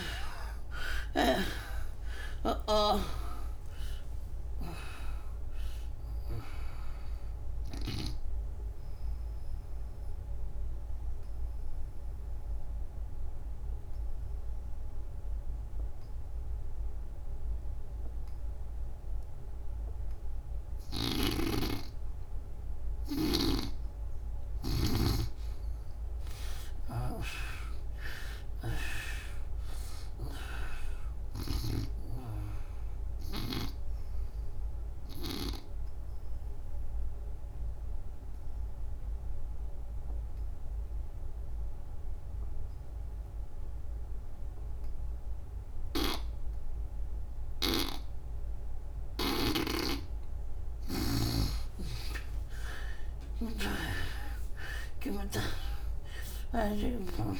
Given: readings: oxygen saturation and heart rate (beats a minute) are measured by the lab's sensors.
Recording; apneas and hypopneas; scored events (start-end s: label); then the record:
breathing in sleep by a room microphone; 2
0.00-1.00 s: arousal
0.00-23.00 s: oxygen desaturation (device-marked, oxygen 96% before, 75% lowest, heart rate 71 before, 69 extreme)
4.00-8.00 s: snoring (device-marked)
7.00-23.00 s: obstructive apnea (oxygen 97% before, 75% lowest, heart rate 82 before, 69 extreme, up 18 after)
23.00-31.50 s: snoring (device-marked)
25.00-42.00 s: oxygen desaturation (device-marked, oxygen 99% before, 83% lowest, heart rate 88 before, 68 extreme)
26.00-29.00 s: arousal
33.50-50.00 s: obstructive apnea (oxygen 99% before, 76% lowest, heart rate 78 before, 66 extreme, up 41 after)
45.50-49.50 s: snoring (device-marked)
51.50-57.00 s: snoring (device-marked)
52.50-56.00 s: arousal
53.00-57.40 s: oxygen desaturation (device-marked, oxygen 96% before, 76% lowest, heart rate 81 before, 66 extreme)
From the record:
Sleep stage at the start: N2 (light sleep); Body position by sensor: on the back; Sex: female